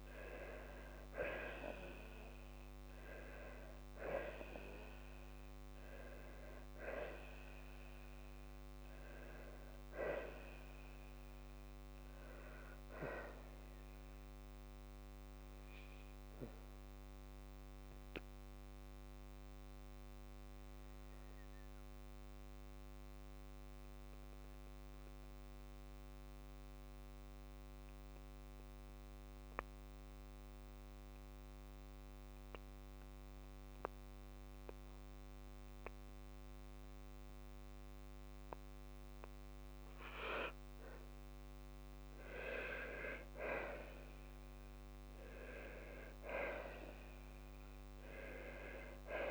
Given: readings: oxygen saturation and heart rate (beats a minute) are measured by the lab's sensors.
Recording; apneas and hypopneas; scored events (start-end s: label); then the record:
breathing in sleep by a microphone on the trachea; 1
0.50-2.50 s: long interval between heartbeats (device-marked, heart rate 57 before, 78 extreme)
18.50-39.50 s: obstructive apnea (oxygen 99% before, 93% lowest, heart rate 66 before, 56 extreme, up 2 after)
23.50-34.50 s: oxygen desaturation (device-marked, oxygen 97% before, 93% lowest, heart rate 62 before, 57 extreme)
From the record:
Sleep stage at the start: N2 (light sleep); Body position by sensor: on the back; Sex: female